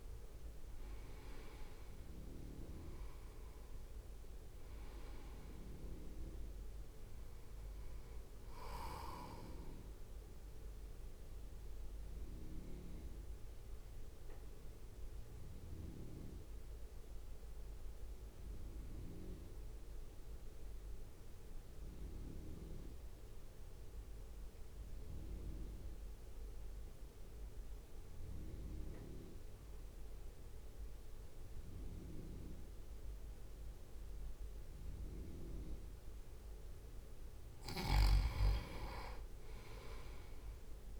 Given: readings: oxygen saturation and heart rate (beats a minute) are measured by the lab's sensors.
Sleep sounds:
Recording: breathing in sleep by a room microphone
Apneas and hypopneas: 1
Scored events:
0.00-4.50 s: arousal
0.00-26.50 s: oxygen desaturation (device-marked, oxygen 89% lowest, heart rate 50 extreme)
3.50-15.50 s: drop in pulse transit time (device-marked, heart rate 62 before, 50 extreme)
10.50-36.50 s: central apnea (oxygen 98% before, 89% lowest, heart rate 58 before, 55 extreme, up 2 after)
39.50-40.99 s: arousal
From the record:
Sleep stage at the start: N2 (light sleep)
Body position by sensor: on the right side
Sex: male

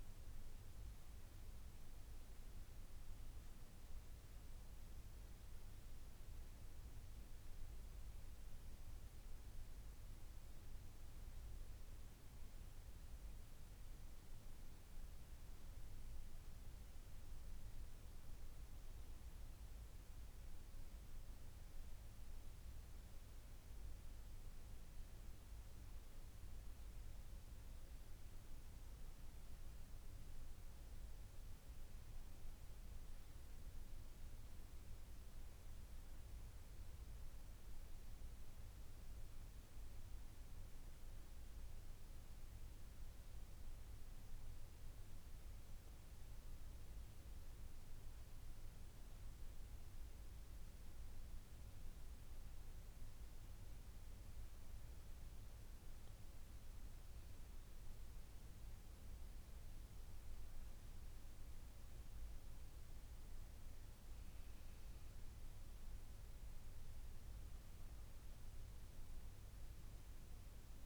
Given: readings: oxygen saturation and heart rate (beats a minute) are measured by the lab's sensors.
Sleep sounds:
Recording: breathing in sleep, hard to hear, by a room microphone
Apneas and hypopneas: none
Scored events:
46.50-70.86 s: new sleep stage, N2 (light sleep)
From the record:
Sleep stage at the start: N1 (lightest sleep)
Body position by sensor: on the back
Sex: female

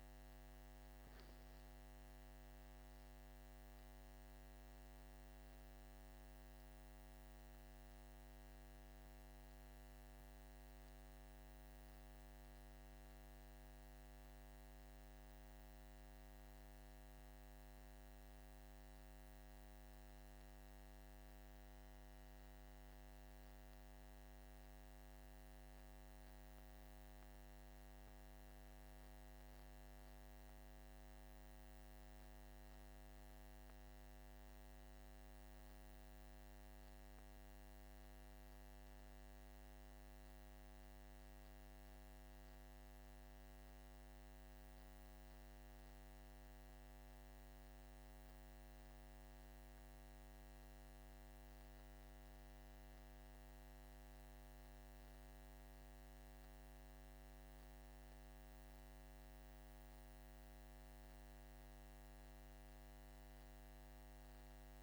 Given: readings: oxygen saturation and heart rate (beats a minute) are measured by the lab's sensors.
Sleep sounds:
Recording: breathing in sleep, hard to hear, by a microphone on the trachea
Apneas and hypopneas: none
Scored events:
none scored
From the record:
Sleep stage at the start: N1 (lightest sleep)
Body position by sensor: on the back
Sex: male

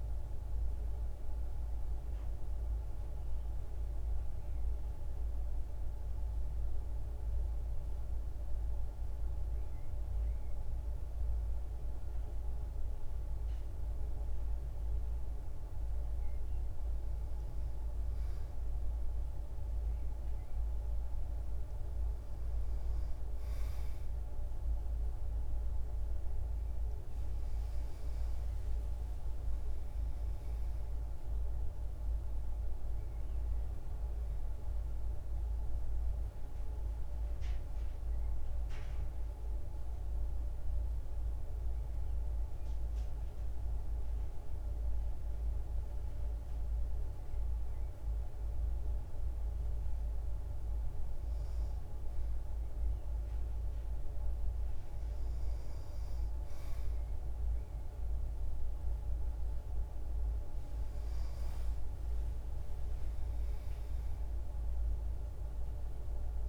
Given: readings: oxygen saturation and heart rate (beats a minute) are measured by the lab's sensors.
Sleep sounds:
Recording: breathing in sleep, hard to hear, by a room microphone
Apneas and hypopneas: 2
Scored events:
3.00-16.50 s: hypopnea (oxygen 95% before, 92% lowest, heart rate 61 before, 50 extreme, up 3 after)
20.00-23.50 s: arousal
35.00-50.00 s: central apnea (oxygen 95% before, 92% lowest, heart rate 59 before, 50 extreme, up 6 after)
53.00-57.00 s: arousal
58.00-66.49 s: oxygen desaturation (device-marked, oxygen 97% before, 92% lowest, heart rate 53 before, 53 extreme)
From the record:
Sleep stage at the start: N2 (light sleep)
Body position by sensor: on the back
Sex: female

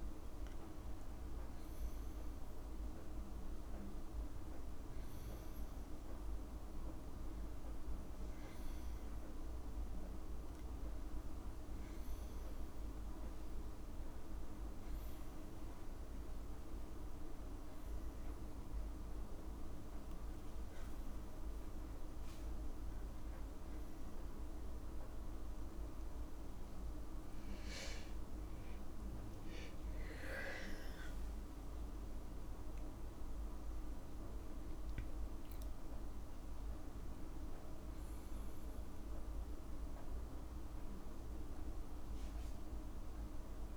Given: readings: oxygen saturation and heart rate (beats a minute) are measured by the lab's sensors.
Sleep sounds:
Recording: breathing in sleep, hard to hear, by a room microphone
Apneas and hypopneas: none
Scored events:
27.50-29.50 s: long interval between heartbeats (device-marked, heart rate 61 before, 70 extreme)
29.50-31.50 s: long interval between heartbeats (device-marked, heart rate 62 before, 80 extreme)
30.00-34.00 s: arousal
From the record:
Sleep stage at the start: N2 (light sleep)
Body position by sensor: on the back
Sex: female

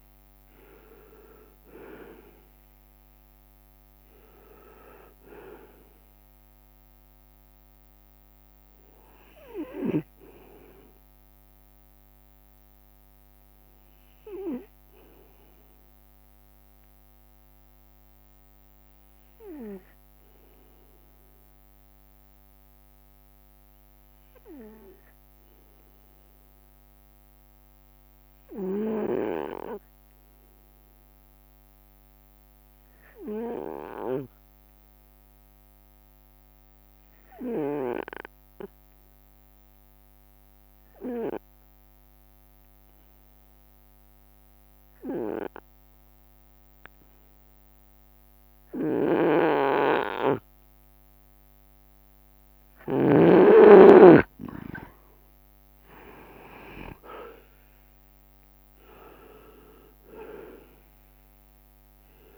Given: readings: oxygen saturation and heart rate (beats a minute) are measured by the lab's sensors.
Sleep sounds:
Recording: breathing in sleep by a microphone on the trachea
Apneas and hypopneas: 1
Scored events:
0.00-11.50 s: drop in pulse transit time (device-marked, heart rate 63 extreme)
0.00-25.50 s: oxygen desaturation (device-marked, oxygen 87% lowest, heart rate 61 extreme)
17.00-52.50 s: obstructive apnea (oxygen 96% before, 87% lowest, heart rate 70 before, 61 extreme, up 3 after)
18.50-19.50 s: leg movement (device-marked)
48.50-62.37 s: oxygen desaturation (device-marked, oxygen 98% before, 89% lowest, heart rate 66 before, 62 extreme)
49.00-53.50 s: snoring (device-marked)
56.50-58.00 s: leg movement (device-marked)
57.00-62.00 s: arousal
57.50-62.37 s: drop in pulse transit time (device-marked, heart rate 67 before, 69 extreme)
59.00-61.00 s: leg movement (device-marked)
From the record:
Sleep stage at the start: N2 (light sleep)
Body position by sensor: on the right side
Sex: male

